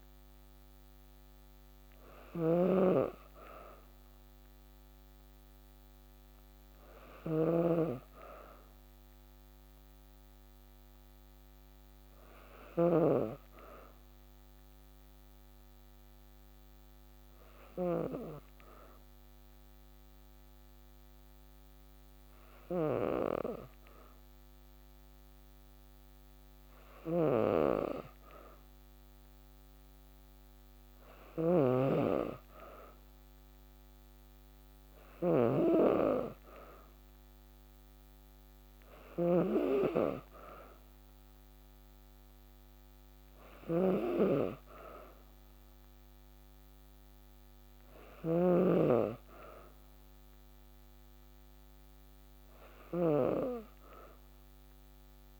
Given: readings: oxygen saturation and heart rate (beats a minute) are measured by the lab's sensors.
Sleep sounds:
breathing in sleep by a microphone on the trachea; none
0.00-55.40 s: snoring (device-marked)
From the record:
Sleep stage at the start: N2 (light sleep); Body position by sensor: on the back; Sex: female

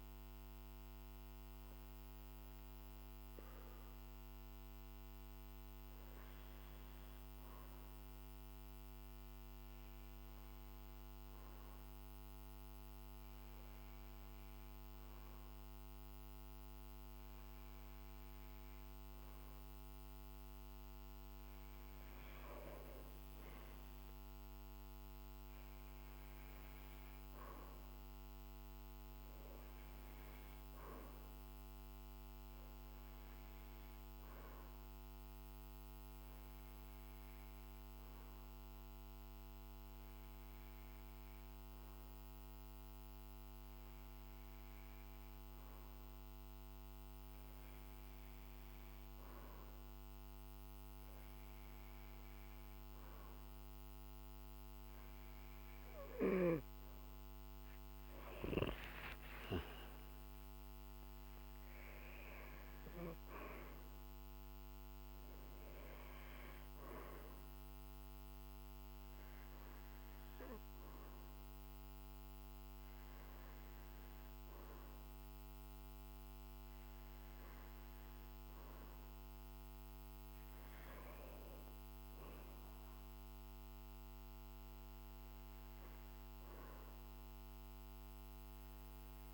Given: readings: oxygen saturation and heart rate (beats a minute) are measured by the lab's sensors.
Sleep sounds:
breathing in sleep, hard to hear, by a microphone on the trachea; 2
0.00-1.50 s: arousal
6.00-19.00 s: hypopnea (oxygen 95% before, 93% lowest, heart rate 51 before, 49 extreme, up 4 after)
22.50-26.00 s: arousal
33.00-55.50 s: hypopnea (oxygen 96% before, 93% lowest, heart rate 51 before, 49 extreme, up 10 after)
57.50-62.00 s: arousal
From the record:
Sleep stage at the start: N2 (light sleep); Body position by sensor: on the back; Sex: male

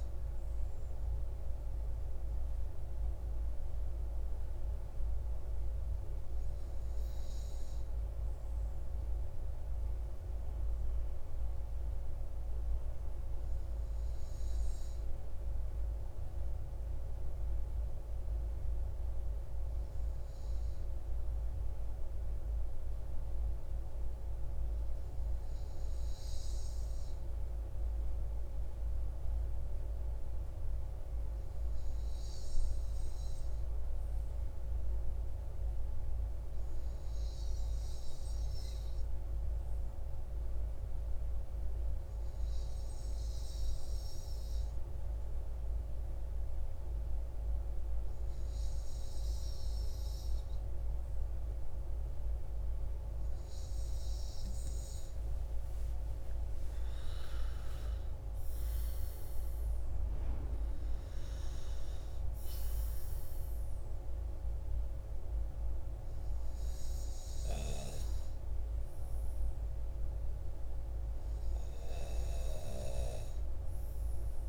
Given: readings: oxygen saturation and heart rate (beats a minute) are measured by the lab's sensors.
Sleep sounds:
breathing in sleep, hard to hear, by a room microphone; 1
33.00-51.50 s: hypopnea (oxygen 99% before, 95% lowest, heart rate 64 before, 56 extreme, up 11 after)
54.50-59.50 s: arousal
From the record:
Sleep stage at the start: N2 (light sleep); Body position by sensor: on the front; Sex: male

